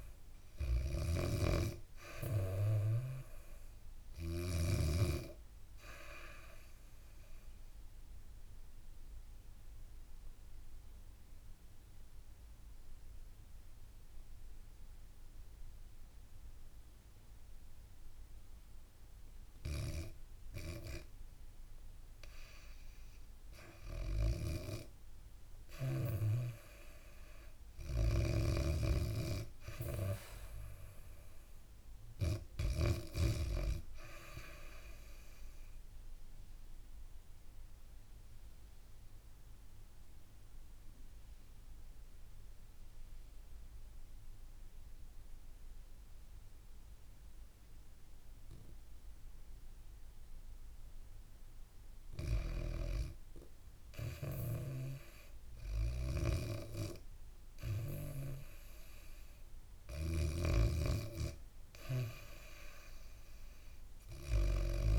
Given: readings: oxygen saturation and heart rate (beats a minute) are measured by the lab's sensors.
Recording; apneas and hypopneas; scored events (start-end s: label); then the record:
breathing in sleep by a room microphone; 2
0.00-2.00 s: arousal
0.00-4.50 s: snoring (device-marked)
6.00-21.00 s: obstructive apnea (oxygen 98% before, 89% lowest, heart rate 67 before, 65 extreme)
24.50-28.50 s: arousal
28.50-48.50 s: oxygen desaturation (device-marked, oxygen 98% before, 91% lowest, heart rate 72 before, 59 extreme)
35.50-51.00 s: obstructive apnea (oxygen 98% before, 89% lowest, heart rate 69 before, 59 extreme)
50.50-53.50 s: bradycardia (device-marked, heart rate 70 before, 60 extreme)
52.50-57.50 s: arousal
53.50-64.99 s: snoring (device-marked)
59.50-64.99 s: oxygen desaturation (device-marked, oxygen 96% before, 89% lowest, heart rate 66 before, 69 extreme)
From the record:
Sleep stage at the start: REM sleep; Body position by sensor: on the back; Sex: female